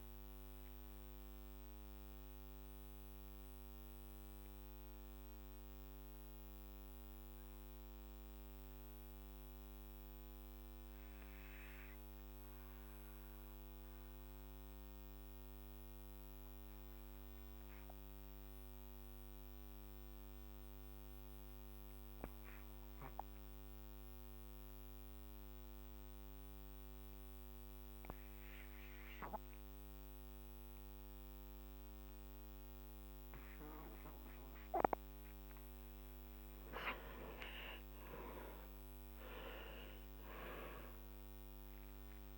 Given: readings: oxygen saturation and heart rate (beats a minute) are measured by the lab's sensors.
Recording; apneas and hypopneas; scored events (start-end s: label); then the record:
breathing in sleep by a microphone on the trachea; 1
1.00-34.00 s: mixed apnea (oxygen 98% before, 85% lowest, heart rate 49 before, 45 extreme, up 5 after)
18.50-37.50 s: oxygen desaturation (device-marked, oxygen 96% before, 85% lowest, heart rate 48 before, 45 extreme)
37.00-42.38 s: arousal
From the record:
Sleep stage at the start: REM sleep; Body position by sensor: on the back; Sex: male